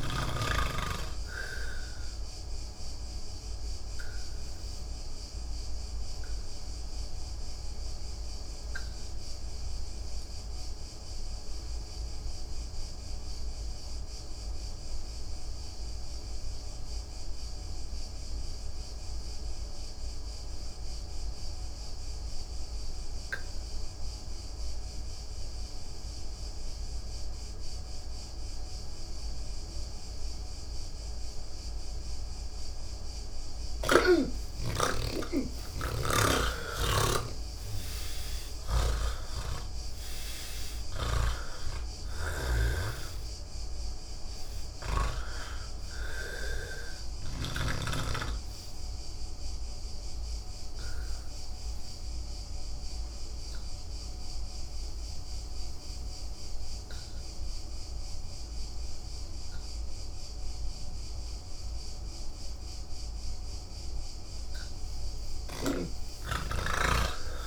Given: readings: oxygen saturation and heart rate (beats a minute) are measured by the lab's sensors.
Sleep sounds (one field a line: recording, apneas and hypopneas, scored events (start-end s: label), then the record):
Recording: breathing in sleep by a room microphone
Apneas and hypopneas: 1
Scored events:
0.00-17.00 s: oxygen desaturation (device-marked, oxygen 78% lowest, heart rate 60 extreme)
2.50-34.00 s: obstructive apnea (oxygen 98% before, 77% lowest, heart rate 145 before, 60 extreme)
19.00-62.00 s: oxygen desaturation (device-marked, oxygen 99% before, 77% lowest, heart rate 121 before, 84 extreme)
39.00-43.00 s: snoring (device-marked)
From the record:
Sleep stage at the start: N1 (lightest sleep)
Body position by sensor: on the back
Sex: male